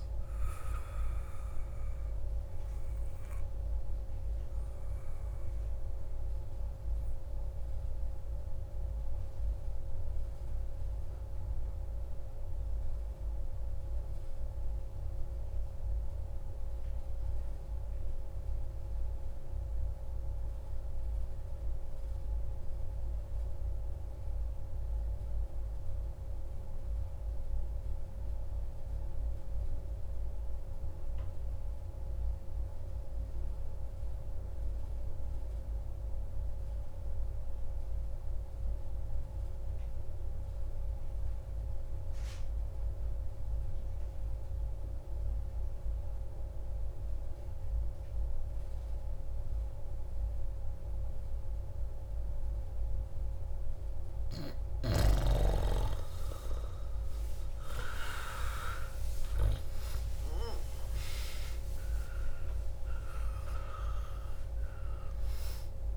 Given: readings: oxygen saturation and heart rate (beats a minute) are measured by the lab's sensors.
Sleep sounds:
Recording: breathing in sleep by a room microphone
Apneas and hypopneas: 1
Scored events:
0.00-10.00 s: oxygen desaturation (device-marked, oxygen 90% lowest)
2.50-56.50 s: mixed apnea (oxygen 96% before, 89% lowest)
38.00-65.97 s: oxygen desaturation (device-marked, oxygen 98% before, 89% lowest)
58.00-63.50 s: arousal
From the record:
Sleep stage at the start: N2 (light sleep)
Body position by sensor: on the back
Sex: male

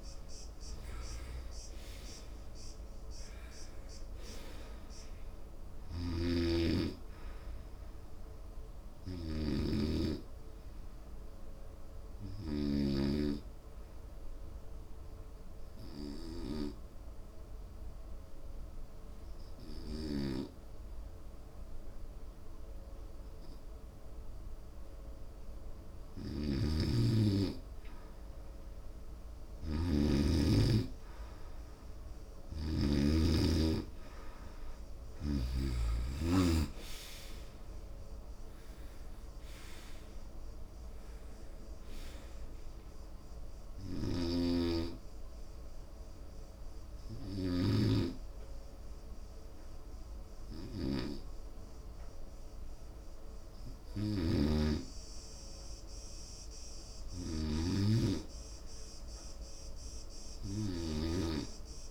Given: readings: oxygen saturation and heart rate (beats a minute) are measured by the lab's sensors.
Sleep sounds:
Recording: breathing in sleep by a room microphone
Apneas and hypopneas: 2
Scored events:
0.00-3.50 s: arousal
0.00-23.00 s: oxygen desaturation (device-marked, oxygen 89% lowest, heart rate 65 extreme)
13.50-26.00 s: obstructive apnea (oxygen 95% before, 89% lowest, heart rate 75 before, 67 extreme, up 3 after)
30.00-33.50 s: snoring (device-marked)
31.50-35.00 s: arousal
43.50-56.00 s: hypopnea (oxygen 96% before, 91% lowest, heart rate 73 before, 66 extreme, up 2 after)
60.50-61.91 s: arousal
From the record:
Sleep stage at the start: N2 (light sleep)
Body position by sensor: on the right side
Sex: male

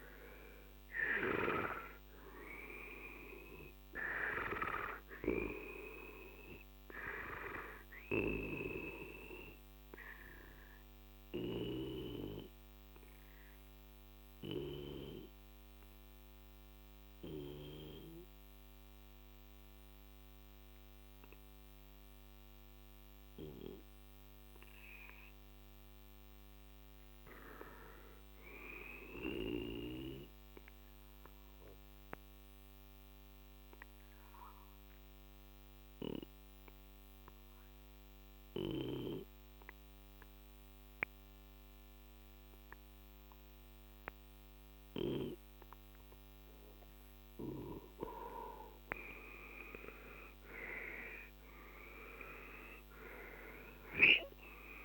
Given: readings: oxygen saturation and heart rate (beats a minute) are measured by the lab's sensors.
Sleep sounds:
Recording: breathing in sleep by a microphone on the trachea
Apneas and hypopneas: 1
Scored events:
0.00-21.50 s: oxygen desaturation (device-marked, oxygen 91% lowest, heart rate 40 extreme)
4.00-47.50 s: obstructive apnea (oxygen 98% before, 91% lowest, heart rate 53 before, 37 extreme, up 15 after)
49.00-53.50 s: arousal
51.50-54.85 s: oxygen desaturation (device-marked, oxygen 95% before, 91% lowest, heart rate 49 before, 37 extreme)
From the record:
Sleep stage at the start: N2 (light sleep)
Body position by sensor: on the left side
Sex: male

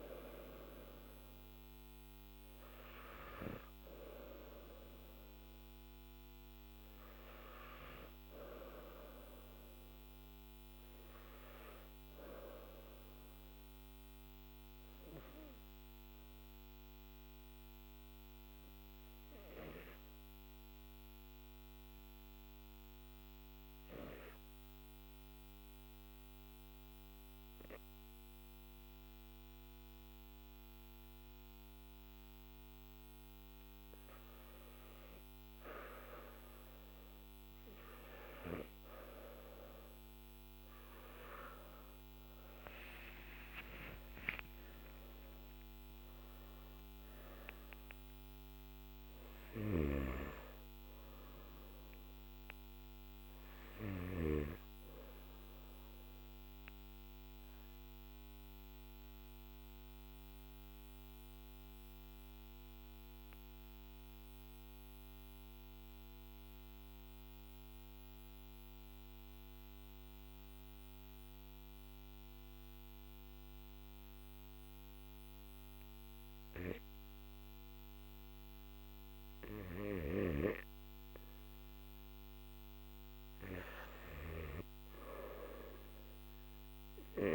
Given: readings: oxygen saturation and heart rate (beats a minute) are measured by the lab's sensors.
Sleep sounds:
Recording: breathing in sleep by a microphone on the trachea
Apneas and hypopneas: 2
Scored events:
0.00-5.00 s: oxygen desaturation (device-marked, oxygen 94% lowest, heart rate 51 extreme)
7.00-17.00 s: oxygen desaturation (device-marked, oxygen 96% before, 92% lowest, heart rate 56 before, 47 extreme)
12.50-35.50 s: obstructive apnea (oxygen 97% before, 88% lowest, heart rate 56 before, 47 extreme, up 13 after)
18.00-87.35 s: new sleep stage, N2 (light sleep)
35.00-66.00 s: oxygen desaturation (device-marked, oxygen 98% before, 88% lowest, heart rate 53 before, 47 extreme)
56.00-81.00 s: obstructive apnea (oxygen 98% before, 88% lowest, heart rate 54 before, 47 extreme, up 1 after)
From the record:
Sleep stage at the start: N3 (deep sleep)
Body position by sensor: on the back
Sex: male

